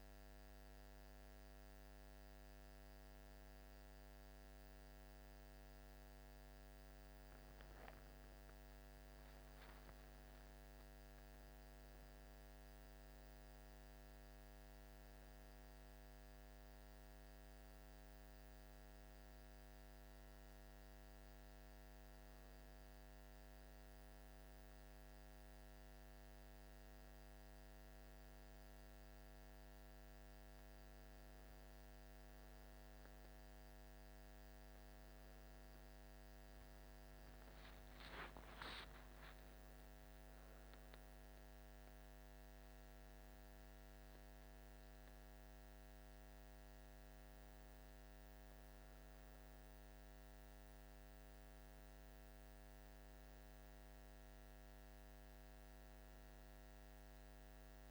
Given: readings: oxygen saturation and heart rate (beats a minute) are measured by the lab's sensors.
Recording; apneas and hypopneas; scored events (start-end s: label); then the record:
breathing in sleep, hard to hear, by a microphone on the trachea; none
38.50-43.50 s: arousal
From the record:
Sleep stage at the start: N1 (lightest sleep); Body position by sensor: on the back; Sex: male